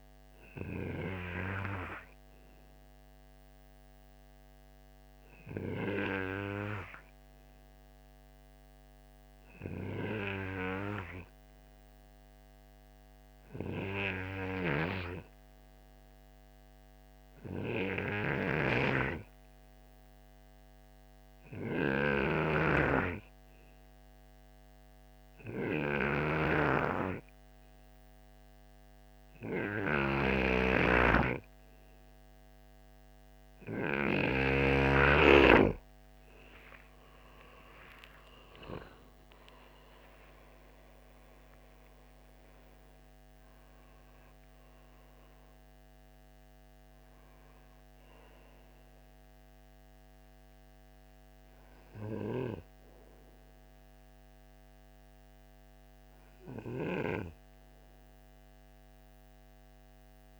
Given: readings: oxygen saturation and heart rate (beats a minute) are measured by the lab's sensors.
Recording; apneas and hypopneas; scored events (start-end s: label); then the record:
breathing in sleep by a microphone on the trachea; 1
14.50-34.00 s: obstructive apnea (oxygen 95% before, 87% lowest, heart rate 54 before, 52 extreme, up 12 after)
29.50-34.50 s: snoring (device-marked)
31.50-60.40 s: oxygen desaturation (device-marked, oxygen 93% before, 87% lowest, heart rate 55 before, 51 extreme)
36.00-41.00 s: arousal
From the record:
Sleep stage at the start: N2 (light sleep); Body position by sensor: on the right side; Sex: male